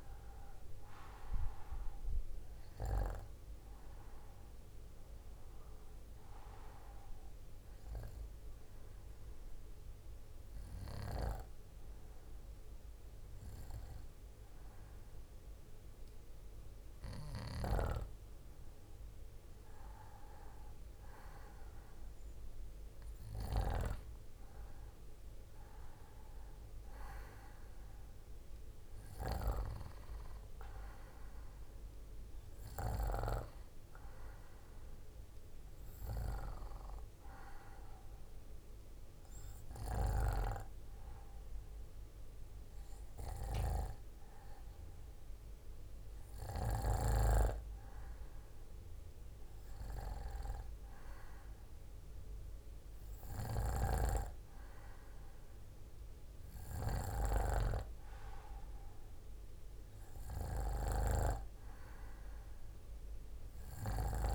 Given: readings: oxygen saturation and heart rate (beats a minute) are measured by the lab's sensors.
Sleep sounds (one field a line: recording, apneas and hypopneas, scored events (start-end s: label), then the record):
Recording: breathing in sleep by a room microphone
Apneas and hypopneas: 1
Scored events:
7.00-18.00 s: obstructive apnea (oxygen 97% before, 95% lowest, heart rate 70 before, 65 extreme, up 5 after)
20.00-23.00 s: arousal
From the record:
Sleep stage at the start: N2 (light sleep)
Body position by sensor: on the back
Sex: male